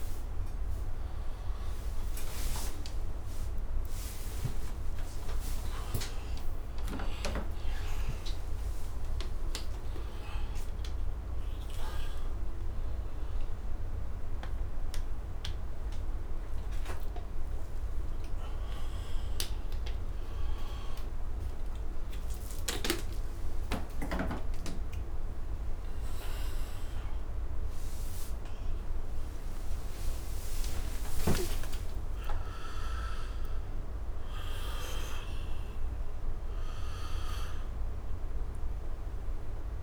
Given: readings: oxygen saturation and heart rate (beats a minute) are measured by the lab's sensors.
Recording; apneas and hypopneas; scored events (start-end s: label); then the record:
a person awake in a sleep study, by a room microphone; none
none scored
From the record:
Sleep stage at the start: awake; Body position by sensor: on the right side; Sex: male